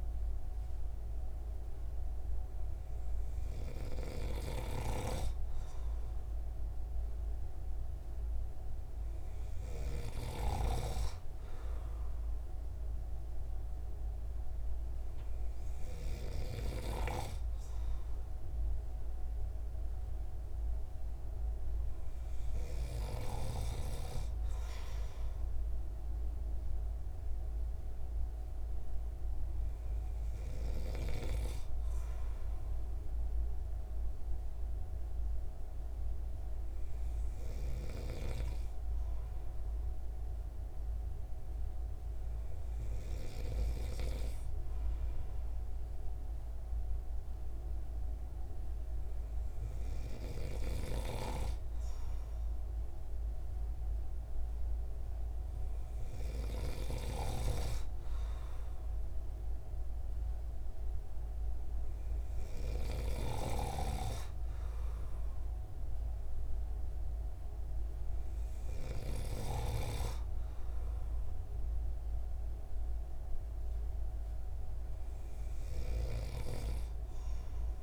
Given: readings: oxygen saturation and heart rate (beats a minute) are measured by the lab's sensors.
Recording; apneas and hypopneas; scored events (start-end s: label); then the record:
breathing in sleep by a room microphone; none
63.00-69.50 s: snoring (device-marked)
From the record:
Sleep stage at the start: N2 (light sleep); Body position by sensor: on the right side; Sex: male